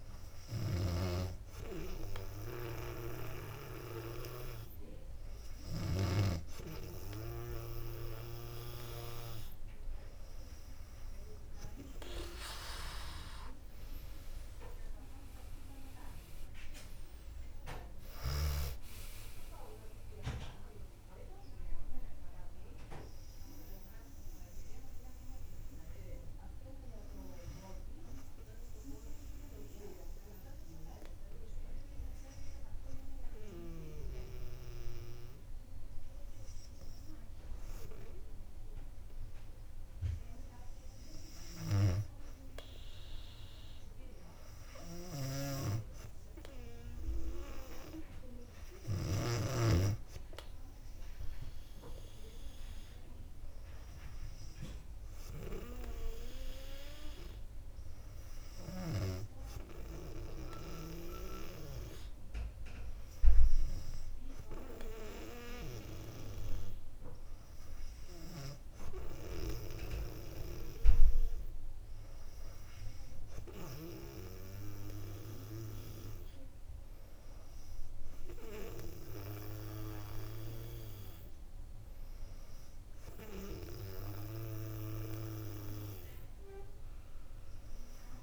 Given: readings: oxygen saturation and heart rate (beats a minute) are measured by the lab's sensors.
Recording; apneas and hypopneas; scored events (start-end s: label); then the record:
breathing in sleep by a room microphone; 1
0.50-6.50 s: snoring (device-marked)
14.50-20.00 s: arousal
20.50-35.50 s: drop in pulse transit time (device-marked, heart rate 66 before, 58 extreme)
28.50-41.50 s: obstructive apnea (oxygen 97% before, 96% lowest, heart rate 65 before, 59 extreme, up 4 after)
43.50-47.50 s: arousal
45.00-49.50 s: snoring (device-marked)
From the record:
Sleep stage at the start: N2 (light sleep); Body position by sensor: on the back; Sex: female